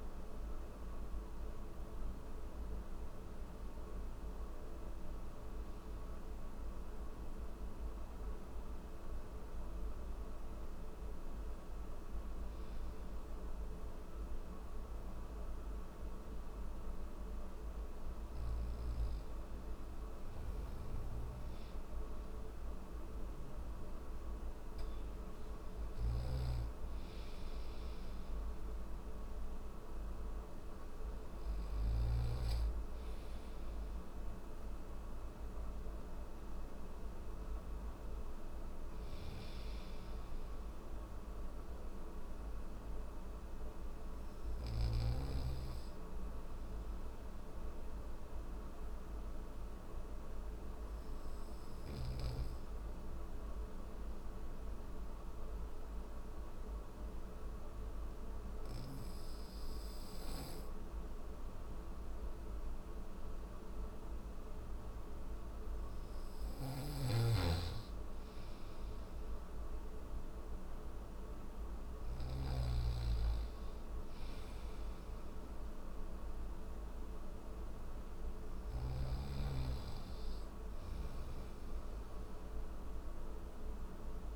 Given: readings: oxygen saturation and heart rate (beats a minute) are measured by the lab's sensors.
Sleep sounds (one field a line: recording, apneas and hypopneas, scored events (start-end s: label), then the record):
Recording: breathing in sleep, hard to hear, by a room microphone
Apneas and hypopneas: none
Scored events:
24.50-31.00 s: snoring (device-marked)
27.50-84.36 s: new sleep stage, N3 (deep sleep)
65.50-71.50 s: snoring (device-marked)
From the record:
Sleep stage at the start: N1 (lightest sleep)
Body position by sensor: on the back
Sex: male